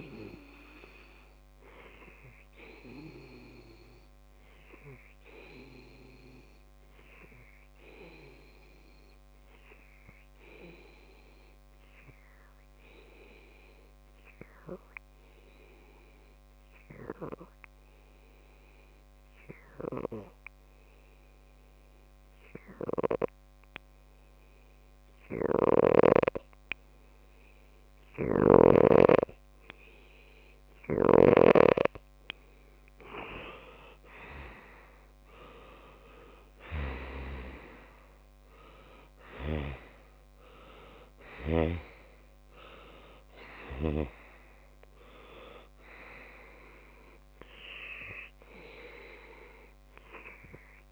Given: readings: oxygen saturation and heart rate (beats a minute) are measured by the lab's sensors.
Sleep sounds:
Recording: breathing in sleep by a microphone on the trachea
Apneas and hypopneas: 1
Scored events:
5.50-28.50 s: obstructive apnea (oxygen 95% before, 94% lowest)
33.50-36.50 s: arousal
37.00-50.92 s: oxygen desaturation (device-marked, oxygen 98% before, 94% lowest)
From the record:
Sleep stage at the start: N2 (light sleep)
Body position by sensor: on the left side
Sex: male

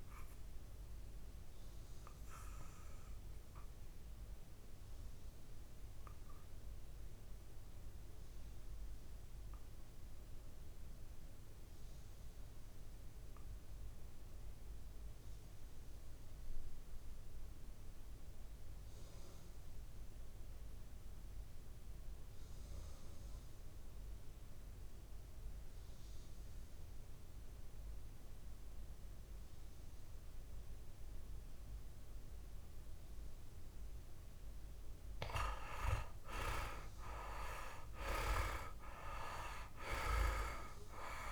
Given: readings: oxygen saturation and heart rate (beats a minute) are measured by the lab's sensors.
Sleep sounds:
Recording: breathing in sleep by a room microphone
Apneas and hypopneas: 1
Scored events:
0.00-15.00 s: oxygen desaturation (device-marked, oxygen 88% lowest, heart rate 56 extreme)
1.00-34.50 s: obstructive apnea (oxygen 99% before, 87% lowest, heart rate 62 before, 56 extreme, up 8 after)
30.00-41.32 s: oxygen desaturation (device-marked, oxygen 99% before, 87% lowest, heart rate 58 before, 56 extreme)
36.50-40.00 s: arousal
From the record:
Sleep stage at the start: N2 (light sleep)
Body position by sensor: on the back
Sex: male

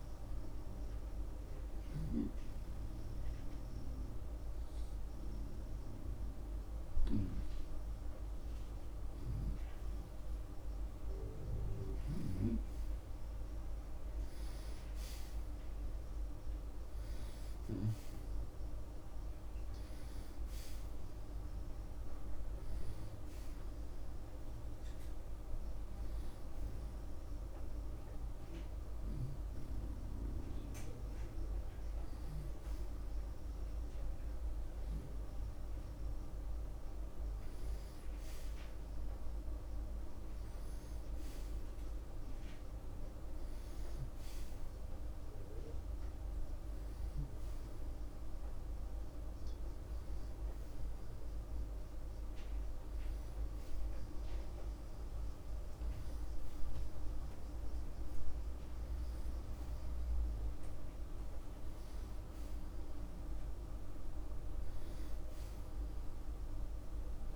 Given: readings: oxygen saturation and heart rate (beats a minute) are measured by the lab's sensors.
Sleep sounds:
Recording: breathing in sleep, hard to hear, by a room microphone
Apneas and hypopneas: 1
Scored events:
0.00-2.50 s: snoring (device-marked)
0.50-11.50 s: hypopnea (oxygen 90% before, 86% lowest, heart rate 44 before, 41 extreme)
12.00-16.50 s: arousal
20.00-32.00 s: oxygen desaturation (device-marked, oxygen 89% before, 86% lowest, heart rate 65 before, 34 extreme)
From the record:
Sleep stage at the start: N1 (lightest sleep)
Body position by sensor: on the right side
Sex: male

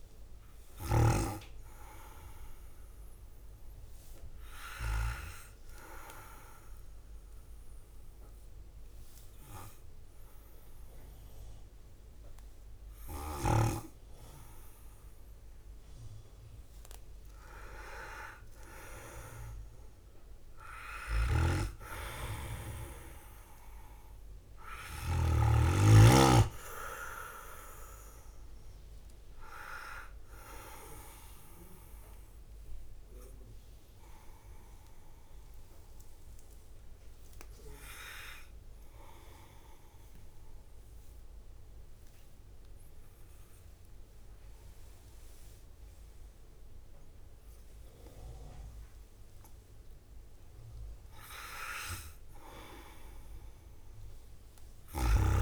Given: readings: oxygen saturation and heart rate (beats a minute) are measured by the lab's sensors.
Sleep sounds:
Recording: breathing in sleep by a room microphone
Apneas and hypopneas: 2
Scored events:
0.00-3.50 s: arousal
0.00-8.00 s: drop in pulse transit time (device-marked, heart rate 55 extreme)
6.00-17.00 s: obstructive apnea (oxygen 100% before, 97% lowest, heart rate 56 before, 54 extreme, up 7 after)
20.00-23.50 s: arousal
25.00-40.00 s: drop in pulse transit time (device-marked, heart rate 59 before, 54 extreme)
27.50-29.50 s: leg movement (device-marked)
31.00-49.50 s: obstructive apnea (oxygen 98% before, 96% lowest, heart rate 60 before, 54 extreme, up 7 after)
50.50-53.50 s: arousal
From the record:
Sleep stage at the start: N2 (light sleep)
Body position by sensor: on the back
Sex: male

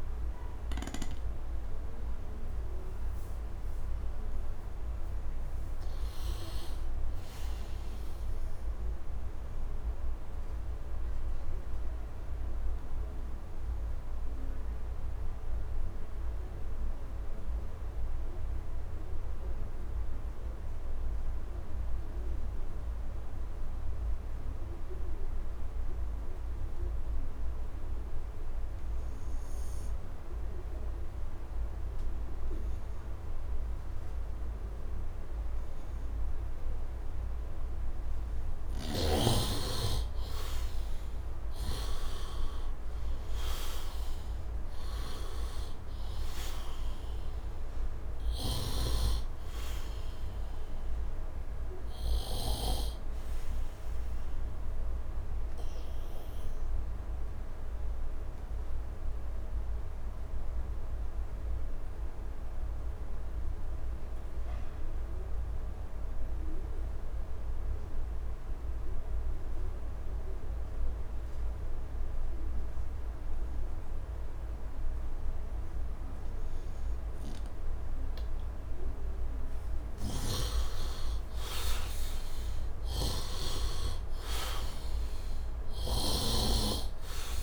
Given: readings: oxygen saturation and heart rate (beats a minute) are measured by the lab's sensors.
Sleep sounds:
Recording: breathing in sleep by a room microphone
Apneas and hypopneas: 2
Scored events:
0.00-15.50 s: oxygen desaturation (device-marked, oxygen 75% lowest, heart rate 71 extreme)
10.50-38.00 s: obstructive apnea (oxygen 96% before, 73% lowest, heart rate 79 before, 71 extreme, up 8 after)
29.50-65.50 s: oxygen desaturation (device-marked, oxygen 99% before, 73% lowest, heart rate 75 before, 72 extreme)
38.50-42.00 s: snoring (device-marked)
40.00-44.50 s: arousal
48.50-53.00 s: snoring (device-marked)
53.00-77.50 s: obstructive apnea (oxygen 98% before, 73% lowest, heart rate 80 before, 69 extreme, up 9 after)
76.50-87.43 s: oxygen desaturation (device-marked, oxygen 100% before, 79% lowest, heart rate 75 before, 69 extreme)
80.00-83.50 s: snoring (device-marked)
80.50-84.50 s: arousal
From the record:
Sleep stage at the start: N2 (light sleep)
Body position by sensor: on the right side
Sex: male

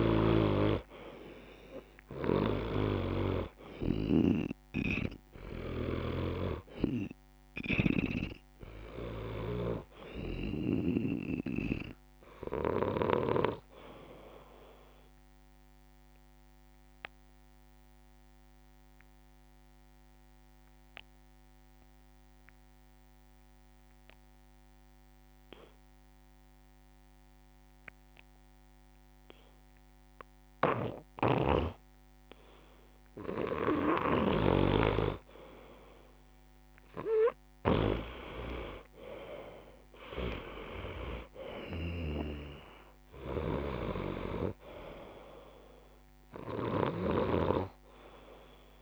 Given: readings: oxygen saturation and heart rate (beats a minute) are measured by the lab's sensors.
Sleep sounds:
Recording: breathing in sleep by a microphone on the trachea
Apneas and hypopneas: 1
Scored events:
0.00-23.50 s: oxygen desaturation (device-marked, oxygen 88% lowest)
17.00-33.00 s: obstructive apnea (oxygen 98% before, 87% lowest)
31.00-38.00 s: snoring (device-marked)
34.50-48.82 s: oxygen desaturation (device-marked, oxygen 97% before, 89% lowest)
35.50-38.50 s: arousal
From the record:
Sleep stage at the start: N2 (light sleep)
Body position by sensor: on the back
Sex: male

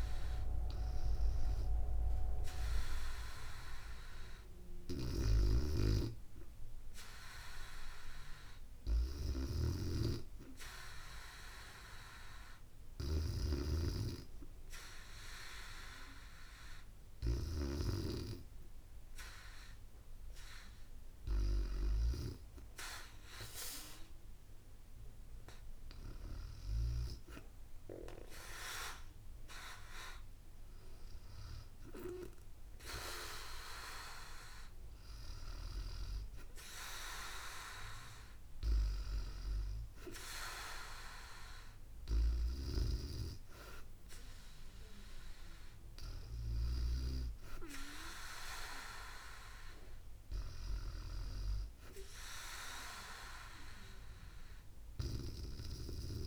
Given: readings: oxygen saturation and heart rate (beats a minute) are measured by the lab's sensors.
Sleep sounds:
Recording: breathing in sleep by a room microphone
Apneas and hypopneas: none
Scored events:
8.50-13.00 s: snoring (device-marked)
From the record:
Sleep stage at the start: REM sleep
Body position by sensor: on the back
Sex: female

